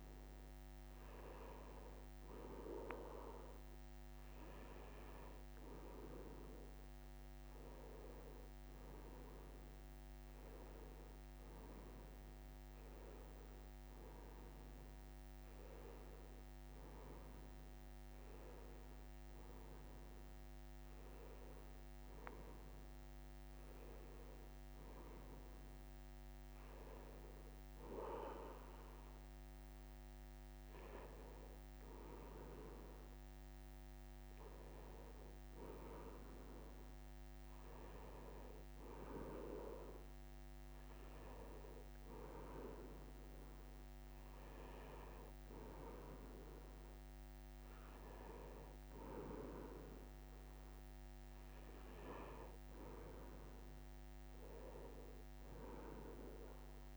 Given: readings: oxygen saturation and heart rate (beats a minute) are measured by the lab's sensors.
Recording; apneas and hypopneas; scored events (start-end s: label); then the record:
breathing in sleep by a microphone on the trachea; none
none scored
From the record:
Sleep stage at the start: N2 (light sleep); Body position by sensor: on the right side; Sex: male